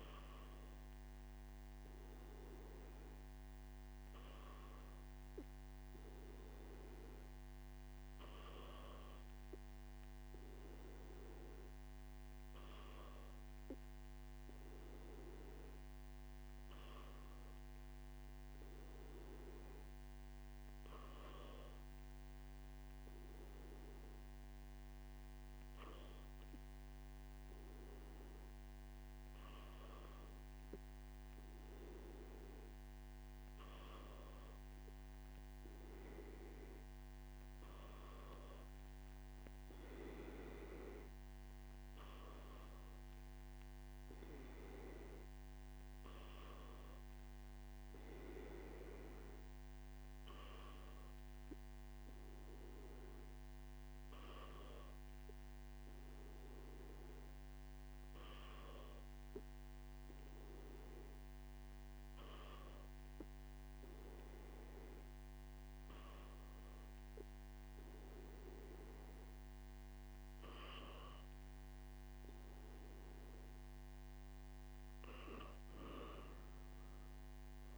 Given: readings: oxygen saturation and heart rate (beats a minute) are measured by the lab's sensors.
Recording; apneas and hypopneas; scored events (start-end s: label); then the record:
breathing in sleep by a microphone on the trachea; none
none scored
From the record:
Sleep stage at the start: N1 (lightest sleep); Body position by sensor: on the back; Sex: male